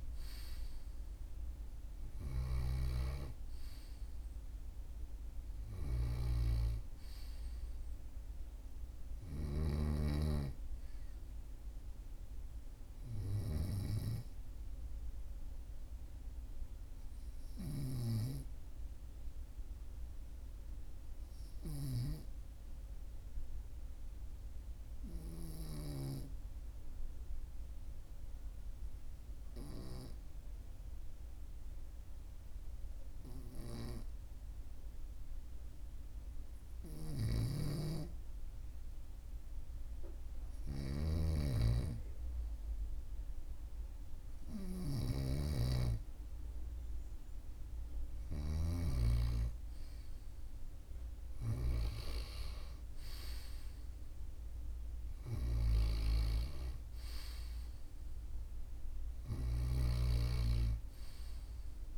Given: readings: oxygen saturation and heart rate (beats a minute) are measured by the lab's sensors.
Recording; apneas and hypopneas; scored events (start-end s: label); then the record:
breathing in sleep by a room microphone; 1
0.00-10.00 s: oxygen desaturation (device-marked, oxygen 94% lowest, heart rate 43 extreme)
17.00-41.50 s: obstructive apnea (oxygen 98% before, 95% lowest, heart rate 44 before, 43 extreme, up 2 after)
42.00-61.98 s: oxygen desaturation (device-marked, oxygen 98% before, 95% lowest, heart rate 43 before, 43 extreme)
43.00-47.00 s: arousal
59.50-61.98 s: snoring (device-marked)
From the record:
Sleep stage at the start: N2 (light sleep); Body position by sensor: on the right side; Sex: male